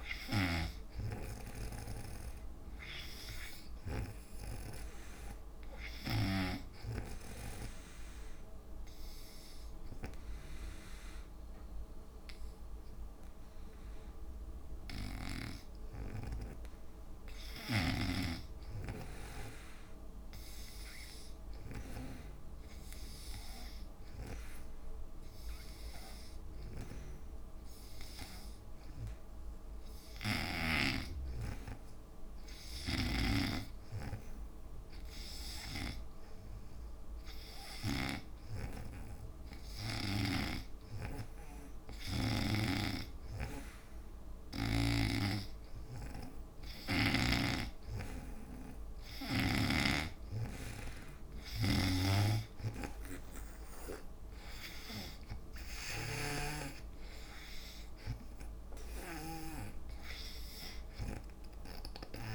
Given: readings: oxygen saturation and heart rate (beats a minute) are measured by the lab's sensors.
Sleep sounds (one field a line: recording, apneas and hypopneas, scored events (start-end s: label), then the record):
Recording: breathing in sleep by a room microphone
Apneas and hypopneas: 1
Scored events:
0.00-7.00 s: drop in pulse transit time (device-marked, heart rate 59 extreme)
0.00-11.00 s: oxygen desaturation (device-marked, oxygen 87% lowest, heart rate 58 extreme)
8.00-48.50 s: hypopnea (oxygen 98% before, 83% lowest, heart rate 66 before, 61 extreme, up 2 after)
26.00-62.35 s: oxygen desaturation (device-marked, oxygen 95% before, 85% lowest, heart rate 61 before, 65 extreme)
30.00-44.00 s: drop in pulse transit time (device-marked, heart rate 62 before, 64 extreme)
33.00-42.50 s: snoring (device-marked)
52.50-56.50 s: arousal
56.00-59.50 s: snoring (device-marked)
From the record:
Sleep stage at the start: N2 (light sleep)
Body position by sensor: on the back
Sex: female